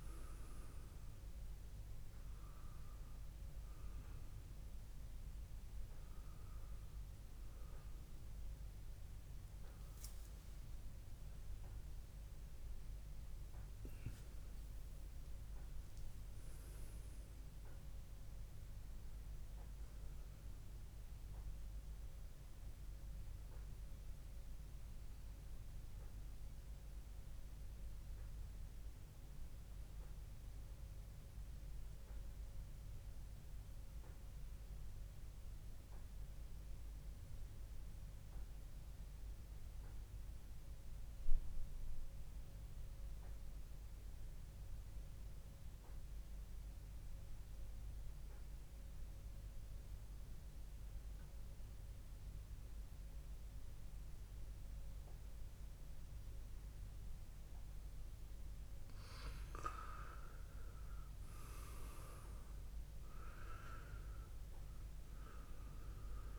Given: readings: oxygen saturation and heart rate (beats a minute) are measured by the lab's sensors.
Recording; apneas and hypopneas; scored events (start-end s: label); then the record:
breathing in sleep by a room microphone; 1
0.00-9.00 s: oxygen desaturation (device-marked, oxygen 94% lowest, heart rate 59 extreme)
19.00-33.00 s: oxygen desaturation (device-marked, oxygen 96% before, 93% lowest, heart rate 63 before, 62 extreme)
23.00-66.39 s: new sleep stage, N2 (light sleep)
24.00-58.50 s: mixed apnea (oxygen 96% before, 93% lowest, heart rate 64 before, 58 extreme)
56.00-66.39 s: oxygen desaturation (device-marked, oxygen 99% before, 93% lowest, heart rate 67 before, 58 extreme)
61.00-65.50 s: arousal
From the record:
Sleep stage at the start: N1 (lightest sleep); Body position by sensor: on the back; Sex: male